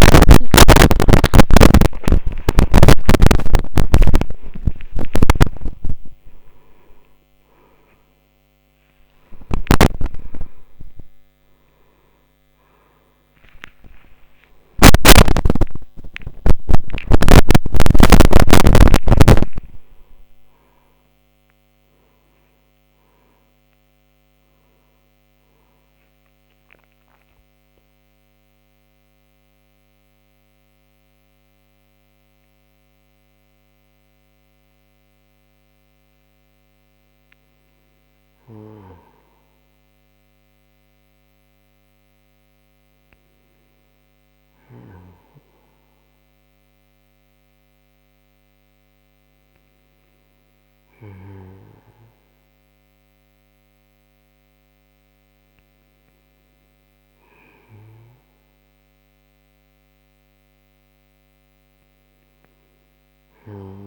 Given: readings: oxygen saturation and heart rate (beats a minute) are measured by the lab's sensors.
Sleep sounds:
breathing in sleep by a microphone on the trachea; none
0.00-10.00 s: oxygen desaturation (device-marked, oxygen 94% lowest)
17.00-29.00 s: oxygen desaturation (device-marked, oxygen 95% before, 92% lowest)
From the record:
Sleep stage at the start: N1 (lightest sleep); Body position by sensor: on the back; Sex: male

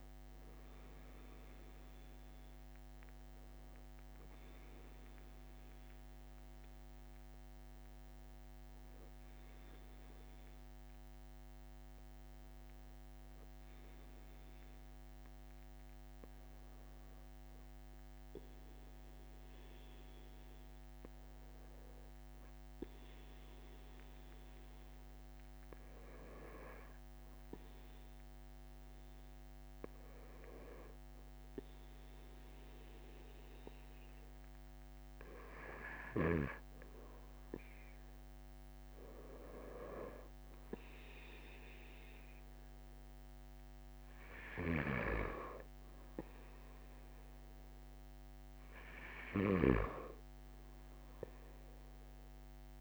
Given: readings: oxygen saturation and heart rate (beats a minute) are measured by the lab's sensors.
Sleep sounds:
breathing in sleep by a microphone on the trachea; 1
1.50-3.50 s: long interval between heartbeats (device-marked)
19.00-38.50 s: hypopnea (oxygen 95% before, 93% lowest)
22.00-24.00 s: long interval between heartbeats (device-marked)
27.50-29.50 s: long interval between heartbeats (device-marked)
34.00-36.00 s: long interval between heartbeats (device-marked)
38.00-40.00 s: long interval between heartbeats (device-marked)
42.00-46.50 s: arousal
44.50-46.50 s: long interval between heartbeats (device-marked)
From the record:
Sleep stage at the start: N1 (lightest sleep); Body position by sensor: on the right side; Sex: male

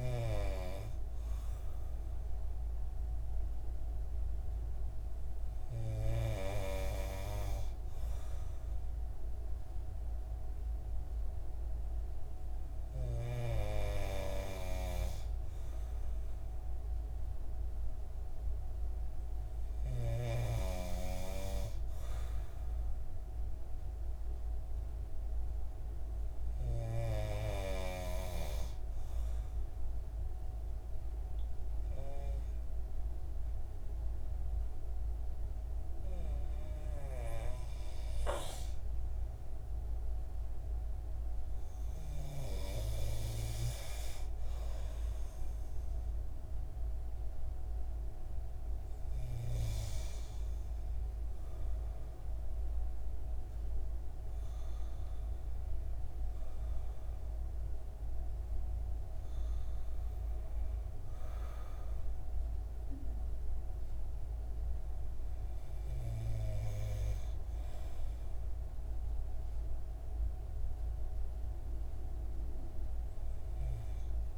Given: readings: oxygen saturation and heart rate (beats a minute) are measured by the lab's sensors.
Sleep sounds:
breathing in sleep by a room microphone; 1
30.00-42.50 s: obstructive apnea (oxygen 95% before, 94% lowest)
45.50-49.50 s: arousal
From the record:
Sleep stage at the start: N3 (deep sleep); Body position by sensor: on the right side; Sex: male

